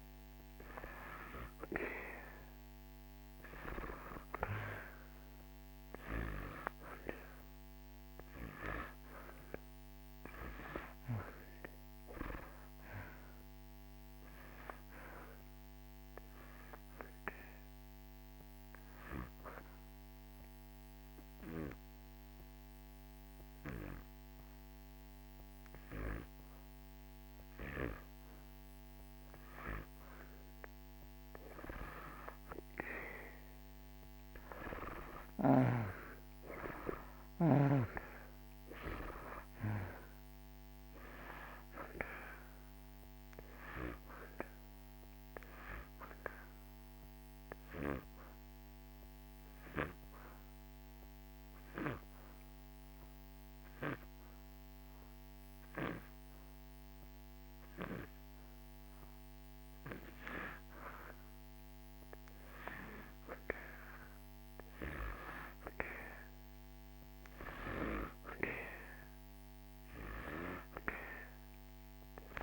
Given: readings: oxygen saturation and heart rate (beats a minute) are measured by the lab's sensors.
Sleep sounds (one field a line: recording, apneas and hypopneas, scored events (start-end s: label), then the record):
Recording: breathing in sleep by a microphone on the trachea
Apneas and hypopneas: 2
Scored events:
0.00-1.50 s: arousal
5.00-31.00 s: oxygen desaturation (device-marked, oxygen 92% before, 85% lowest)
15.00-28.50 s: hypopnea (oxygen 92% before, 84% lowest)
31.50-36.00 s: arousal
44.00-64.00 s: oxygen desaturation (device-marked, oxygen 94% before, 84% lowest)
46.50-59.00 s: hypopnea (oxygen 94% before, 84% lowest)
61.50-65.50 s: arousal
70.00-72.43 s: oxygen desaturation (device-marked, oxygen 94% before, 84% lowest)
From the record:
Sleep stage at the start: N2 (light sleep)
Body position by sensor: on the back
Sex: male